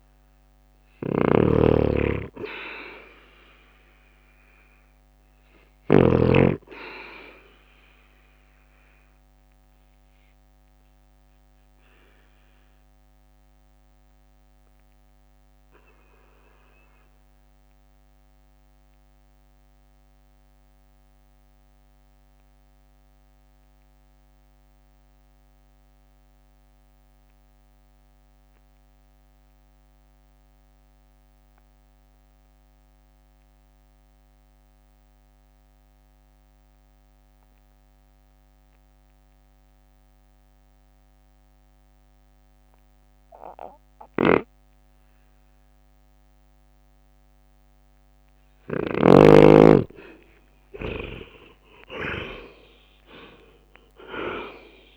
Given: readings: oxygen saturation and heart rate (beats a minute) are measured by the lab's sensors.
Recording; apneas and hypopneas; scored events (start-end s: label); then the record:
breathing in sleep by a microphone on the trachea; 1
0.00-1.50 s: arousal
0.00-6.00 s: snoring (device-marked)
0.50-12.50 s: oxygen desaturation (device-marked, oxygen 95% before, 89% lowest, heart rate 52 before, 48 extreme)
3.50-16.50 s: drop in pulse transit time (device-marked, heart rate 52 before, 49 extreme)
9.50-49.00 s: obstructive apnea (oxygen 96% before, 81% lowest, heart rate 53 before, 47 extreme, up 20 after)
27.50-38.50 s: oxygen desaturation (device-marked, oxygen 96% before, 93% lowest, heart rate 51 before, 49 extreme)
49.50-54.96 s: oxygen desaturation (device-marked, oxygen 97% before, 81% lowest, heart rate 50 before, 47 extreme)
50.50-54.96 s: arousal
51.50-54.96 s: drop in pulse transit time (device-marked, heart rate 51 before, 52 extreme)
53.50-54.96 s: leg movement (device-marked)
From the record:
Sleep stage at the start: N2 (light sleep); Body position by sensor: on the right side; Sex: male